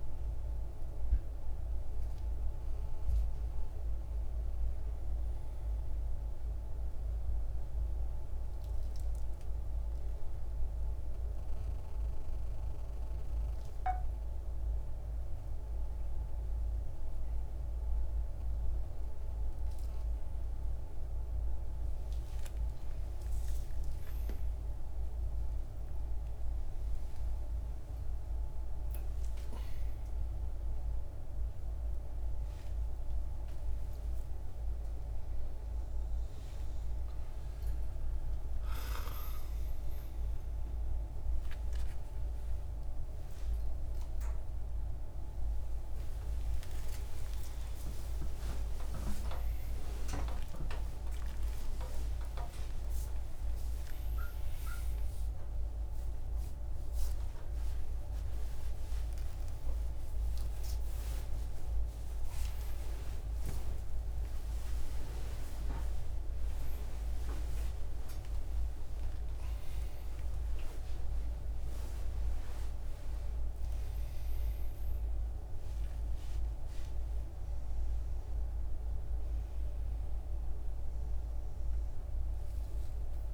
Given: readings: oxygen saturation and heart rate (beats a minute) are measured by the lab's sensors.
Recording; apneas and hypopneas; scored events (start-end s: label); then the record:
a person awake in a sleep study, hard to hear, by a room microphone; none
none scored
From the record:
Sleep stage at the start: awake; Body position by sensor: on the right side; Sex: male